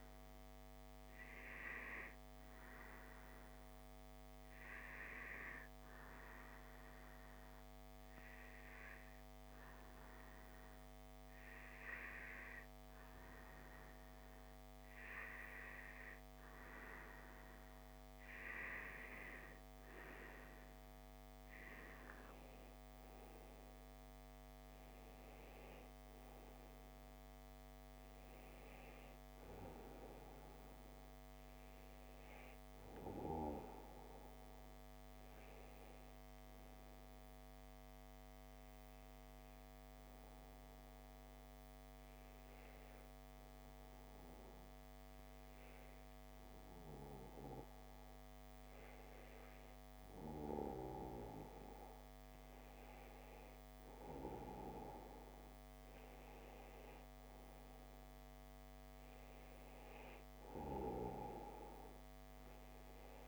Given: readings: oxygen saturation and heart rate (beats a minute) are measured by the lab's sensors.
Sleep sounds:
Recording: breathing in sleep by a microphone on the trachea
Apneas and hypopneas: 2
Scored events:
0.50-16.50 s: hypopnea (oxygen 94% before, 92% lowest)
19.00-23.00 s: arousal
38.50-50.00 s: obstructive apnea (oxygen 94% before, 92% lowest)
55.50-60.00 s: arousal
From the record:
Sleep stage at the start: N2 (light sleep)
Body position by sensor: on the back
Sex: male

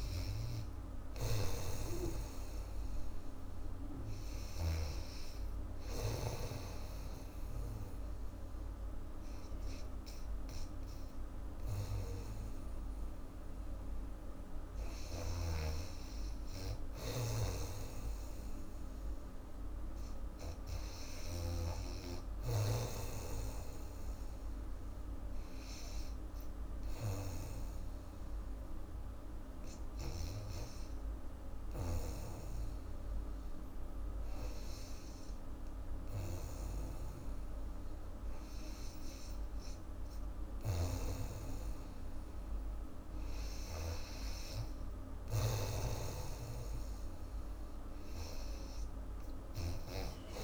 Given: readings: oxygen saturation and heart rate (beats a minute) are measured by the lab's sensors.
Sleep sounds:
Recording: breathing in sleep by a room microphone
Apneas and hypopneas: 1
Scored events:
0.00-3.50 s: oxygen desaturation (device-marked, oxygen 91% lowest, heart rate 78 extreme)
0.00-5.00 s: snoring (device-marked)
14.50-19.00 s: arousal
15.00-21.50 s: snoring (device-marked)
21.50-34.50 s: oxygen desaturation (device-marked, oxygen 97% before, 92% lowest, heart rate 83 before, 77 extreme)
26.00-41.00 s: hypopnea (oxygen 97% before, 91% lowest, heart rate 82 before, 79 extreme, up 5 after)
40.50-44.00 s: snoring (device-marked)
42.50-46.50 s: arousal
42.50-50.44 s: oxygen desaturation (device-marked, oxygen 95% before, 91% lowest, heart rate 80 before, 76 extreme)
46.00-50.44 s: snoring (device-marked)
From the record:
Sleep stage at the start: REM sleep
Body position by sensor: on the back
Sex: female

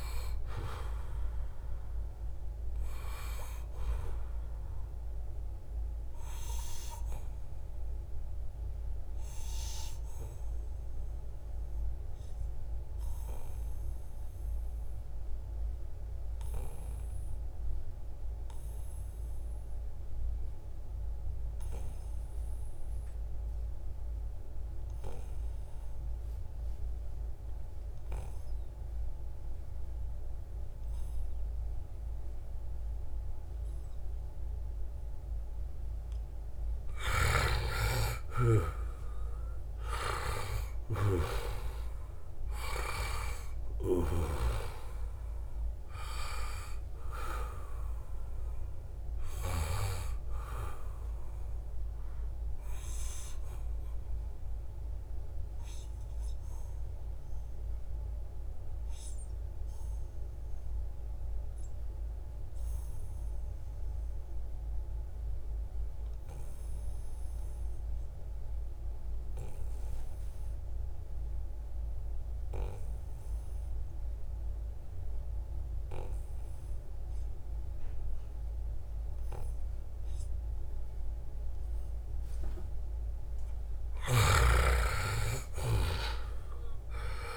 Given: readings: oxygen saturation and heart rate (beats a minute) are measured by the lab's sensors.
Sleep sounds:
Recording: breathing in sleep by a room microphone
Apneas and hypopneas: 2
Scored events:
0.00-17.00 s: oxygen desaturation (device-marked, oxygen 86% lowest, heart rate 68 extreme)
5.50-36.00 s: obstructive apnea (oxygen 97% before, 86% lowest, heart rate 73 before, 70 extreme, up 1 after)
34.00-64.00 s: oxygen desaturation (device-marked, oxygen 97% before, 88% lowest, heart rate 73 before, 70 extreme)
37.50-41.50 s: arousal
52.00-82.50 s: obstructive apnea (oxygen 98% before, 88% lowest, heart rate 75 before, 70 extreme, up 35 after)
79.00-87.37 s: oxygen desaturation (device-marked, oxygen 97% before, 88% lowest, heart rate 73 before, 70 extreme)
83.50-87.37 s: arousal
From the record:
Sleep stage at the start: N2 (light sleep)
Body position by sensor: on the back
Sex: male

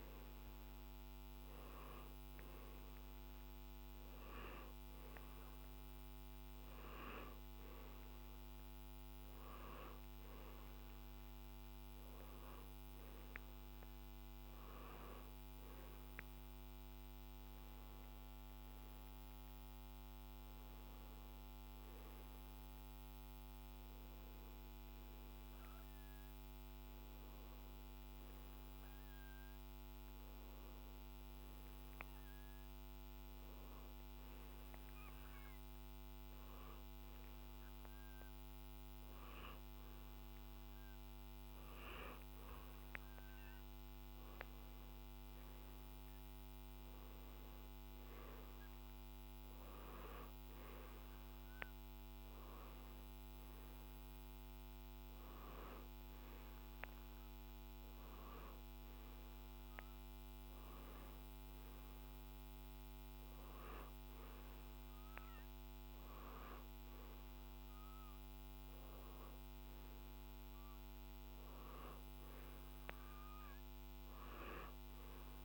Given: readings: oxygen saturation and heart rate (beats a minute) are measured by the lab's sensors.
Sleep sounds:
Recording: breathing in sleep, hard to hear, by a microphone on the trachea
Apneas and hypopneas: none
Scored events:
none scored
From the record:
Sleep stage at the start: N2 (light sleep)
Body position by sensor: on the right side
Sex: male

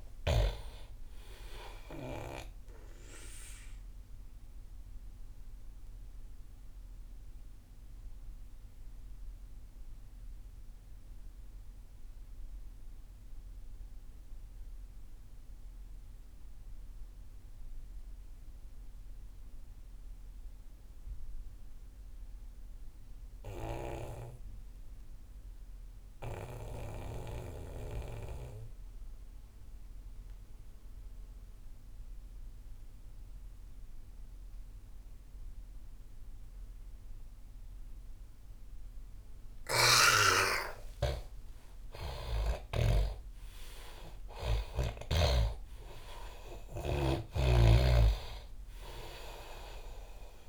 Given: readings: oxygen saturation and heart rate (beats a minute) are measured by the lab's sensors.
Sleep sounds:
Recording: breathing in sleep by a room microphone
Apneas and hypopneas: 1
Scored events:
0.00-21.50 s: oxygen desaturation (device-marked, oxygen 80% lowest)
3.50-40.00 s: obstructive apnea (oxygen 99% before, 80% lowest)
39.50-50.49 s: oxygen desaturation (device-marked, oxygen 98% before, 92% lowest)
41.00-47.50 s: arousal
From the record:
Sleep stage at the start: N2 (light sleep)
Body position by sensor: on the back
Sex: male

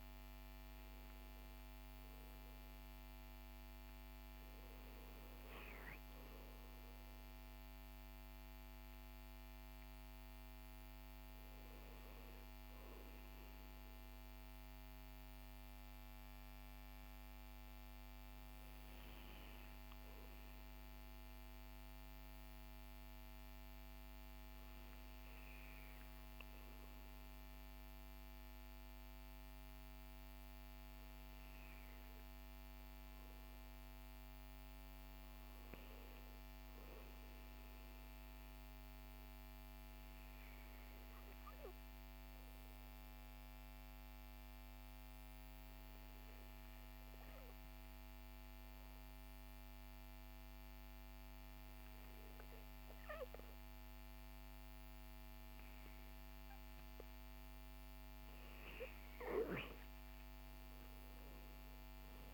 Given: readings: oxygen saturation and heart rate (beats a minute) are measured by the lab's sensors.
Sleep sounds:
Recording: breathing in sleep, hard to hear, by a microphone on the trachea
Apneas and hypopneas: 2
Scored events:
15.50-32.50 s: obstructive apnea (oxygen 97% before, 94% lowest, heart rate 56 before, 48 extreme, up 5 after)
34.50-38.00 s: arousal
40.00-56.00 s: obstructive apnea (oxygen 98% before, 94% lowest, heart rate 51 before, 45 extreme, up 9 after)
58.50-62.00 s: arousal
From the record:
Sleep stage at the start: N2 (light sleep)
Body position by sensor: on the back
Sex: male

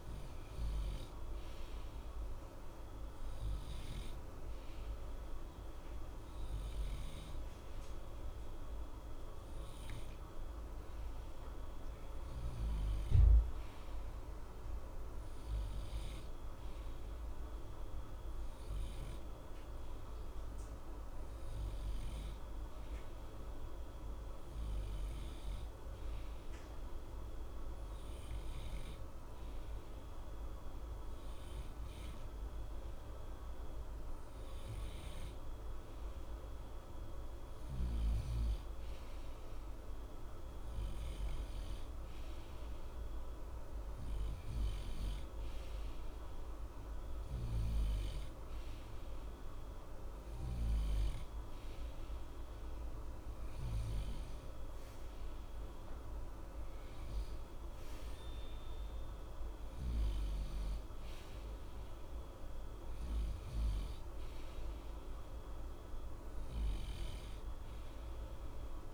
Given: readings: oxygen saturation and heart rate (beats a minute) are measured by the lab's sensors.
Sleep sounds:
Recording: breathing in sleep, hard to hear, by a room microphone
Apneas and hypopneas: 1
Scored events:
27.00-38.50 s: obstructive apnea (oxygen 93% before, 91% lowest, heart rate 60 before, 60 extreme, up 0 after)
40.00-44.00 s: arousal
From the record:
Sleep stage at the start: N2 (light sleep)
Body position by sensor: on the right side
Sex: male

